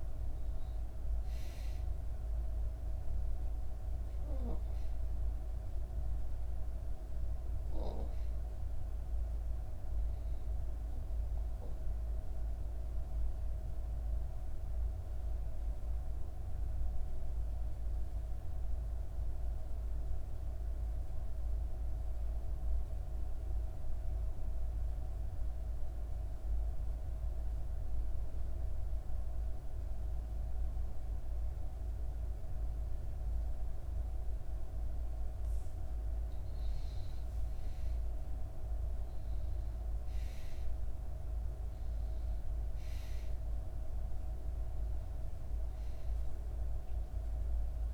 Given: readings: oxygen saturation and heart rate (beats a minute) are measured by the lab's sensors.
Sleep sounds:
breathing in sleep, hard to hear, by a room microphone; 1
0.00-17.00 s: oxygen desaturation (device-marked, oxygen 87% lowest, heart rate 61 extreme)
15.50-36.00 s: mixed apnea (oxygen 96% before, 87% lowest, heart rate 65 before, 61 extreme, up 5 after)
33.00-47.94 s: oxygen desaturation (device-marked, oxygen 97% before, 87% lowest, heart rate 62 before, 63 extreme)
43.00-47.94 s: new sleep stage, awake
From the record:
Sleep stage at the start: N2 (light sleep); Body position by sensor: on the back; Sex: female

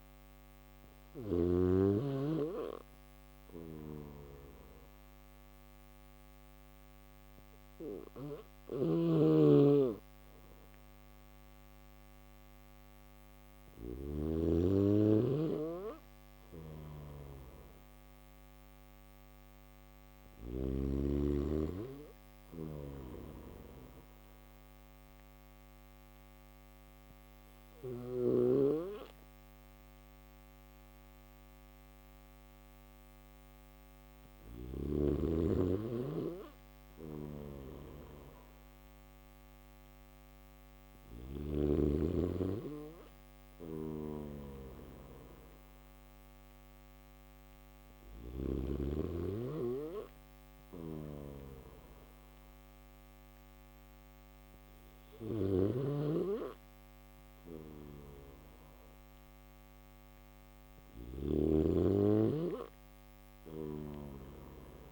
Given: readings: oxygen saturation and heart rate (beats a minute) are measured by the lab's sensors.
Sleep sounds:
breathing in sleep by a microphone on the trachea; none
2.50-13.00 s: snoring (device-marked)
15.00-19.50 s: snoring (device-marked)
21.50-27.00 s: snoring (device-marked)
33.00-40.50 s: snoring (device-marked)
42.50-47.50 s: snoring (device-marked)
49.50-60.00 s: snoring (device-marked)
62.00-64.92 s: snoring (device-marked)
From the record:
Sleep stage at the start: N1 (lightest sleep); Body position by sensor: on the back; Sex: male

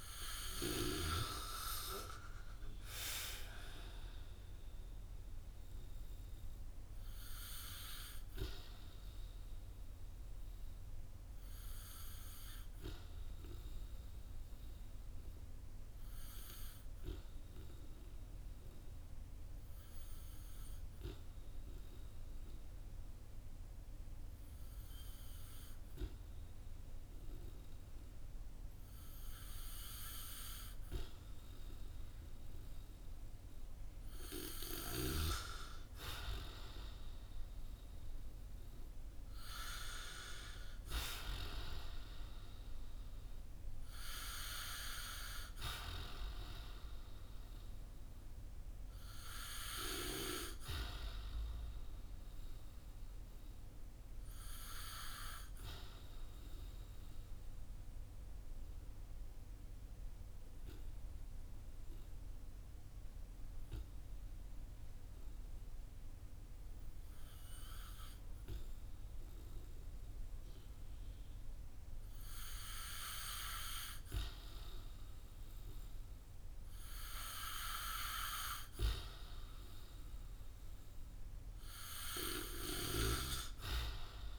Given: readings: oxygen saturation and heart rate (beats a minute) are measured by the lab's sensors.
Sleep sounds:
breathing in sleep by a room microphone; 2
11.50-32.00 s: obstructive apnea (oxygen 95% before, 92% lowest, heart rate 60 before, 52 extreme, up 8 after)
36.50-42.00 s: arousal
57.00-73.50 s: obstructive apnea (oxygen 96% before, 92% lowest, heart rate 61 before, 53 extreme, up 6 after)
77.00-81.50 s: arousal
From the record:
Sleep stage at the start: N2 (light sleep); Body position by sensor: on the back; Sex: male

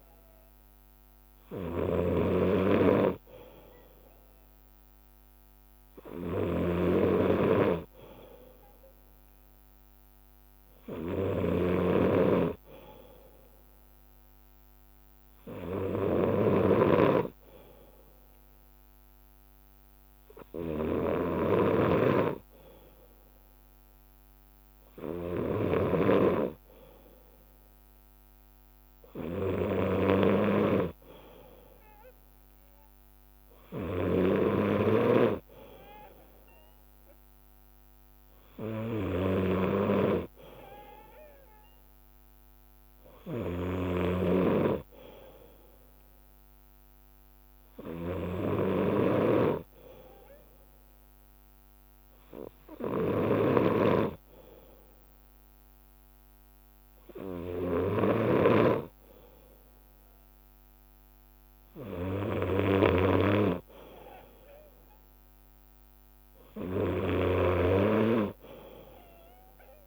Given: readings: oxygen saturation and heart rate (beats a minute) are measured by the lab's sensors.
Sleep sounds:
breathing in sleep by a microphone on the trachea; none
1.00-3.00 s: long interval between heartbeats (device-marked, heart rate 59 before, 68 extreme)
4.50-14.50 s: bradycardia (device-marked, heart rate 59 before, 59 extreme)
15.50-19.50 s: bradycardia (device-marked, heart rate 58 before, 59 extreme)
18.00-22.00 s: leg movement (device-marked)
20.50-24.50 s: bradycardia (device-marked, heart rate 59 before, 59 extreme)
24.00-32.00 s: leg movement (device-marked)
25.50-27.50 s: bradycardia (device-marked, heart rate 59 before, 59 extreme)
34.50-41.50 s: bradycardia (device-marked, heart rate 59 before, 59 extreme)
38.00-41.50 s: leg movement (device-marked)
43.00-49.50 s: leg movement (device-marked)
43.50-60.50 s: bradycardia (device-marked, heart rate 59 before, 59 extreme)
62.50-69.50 s: bradycardia (device-marked, heart rate 59 before, 59 extreme)
From the record:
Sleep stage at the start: N2 (light sleep); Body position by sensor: on the left side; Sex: male

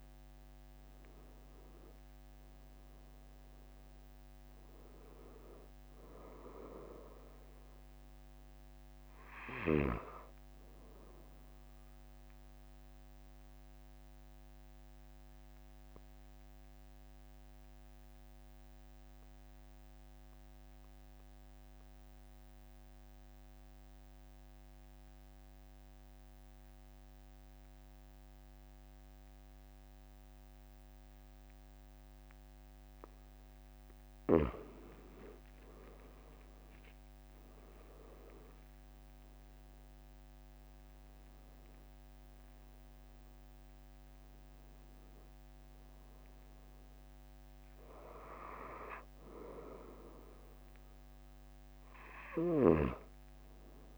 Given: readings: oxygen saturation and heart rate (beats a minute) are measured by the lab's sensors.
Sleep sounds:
breathing in sleep by a microphone on the trachea; 1
2.00-26.00 s: oxygen desaturation (device-marked, oxygen 96% before, 92% lowest, heart rate 44 before, 41 extreme)
13.00-34.00 s: obstructive apnea (oxygen 96% before, 92% lowest, heart rate 45 before, 41 extreme, up 5 after)
35.50-40.00 s: arousal
52.50-53.98 s: snoring (device-marked)
From the record:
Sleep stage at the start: N2 (light sleep); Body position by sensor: on the back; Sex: male

